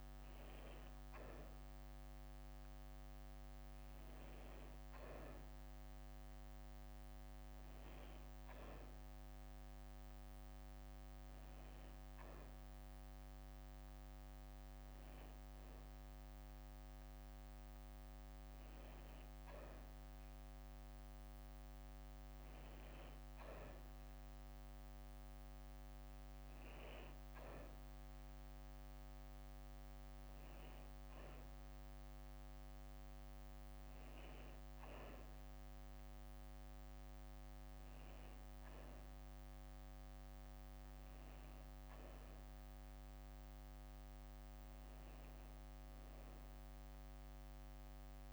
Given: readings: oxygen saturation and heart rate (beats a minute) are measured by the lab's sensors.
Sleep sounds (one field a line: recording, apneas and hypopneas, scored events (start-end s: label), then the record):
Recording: a person awake in a sleep study, hard to hear, by a microphone on the trachea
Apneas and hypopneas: none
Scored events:
37.00-48.33 s: new sleep stage, N1 (lightest sleep)
From the record:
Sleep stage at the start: awake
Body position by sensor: on the back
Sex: female